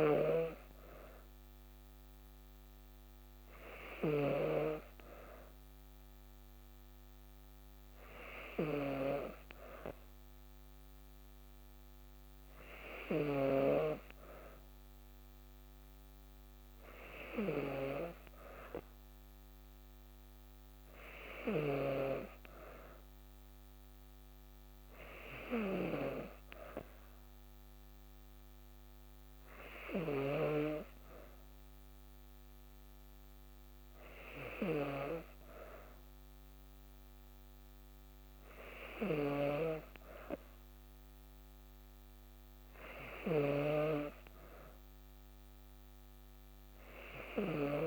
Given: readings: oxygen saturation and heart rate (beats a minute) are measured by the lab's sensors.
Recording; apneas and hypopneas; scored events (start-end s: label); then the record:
breathing in sleep by a microphone on the trachea; none
none scored
From the record:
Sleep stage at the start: N2 (light sleep); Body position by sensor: on the back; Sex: female